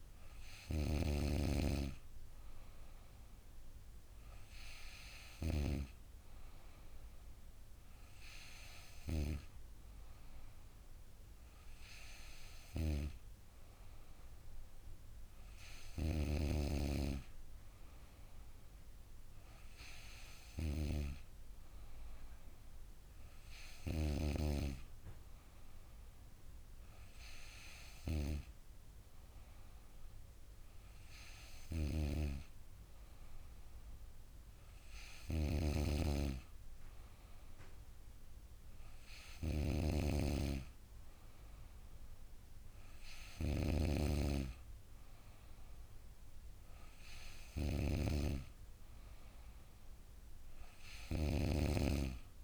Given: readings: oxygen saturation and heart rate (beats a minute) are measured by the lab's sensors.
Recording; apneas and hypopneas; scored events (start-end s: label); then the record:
breathing in sleep by a room microphone; none
none scored
From the record:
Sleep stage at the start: N2 (light sleep); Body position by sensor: on the back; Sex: female